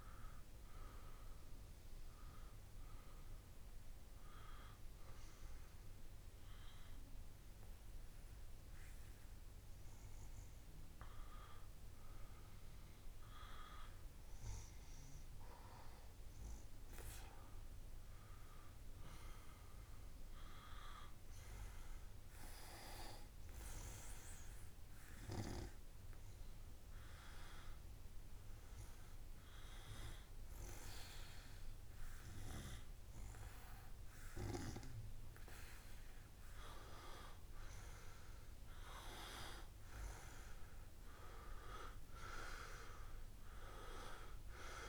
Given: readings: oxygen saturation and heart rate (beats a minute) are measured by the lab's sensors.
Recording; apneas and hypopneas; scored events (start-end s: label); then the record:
breathing in sleep by a room microphone; 2
1.00-13.00 s: obstructive apnea (oxygen 96% before, 92% lowest)
14.00-17.50 s: arousal
16.00-44.89 s: new sleep stage, N2 (light sleep)
24.50-35.50 s: obstructive apnea (oxygen 96% before, 90% lowest)
38.50-41.50 s: arousal
From the record:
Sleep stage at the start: N1 (lightest sleep); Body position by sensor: on the back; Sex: male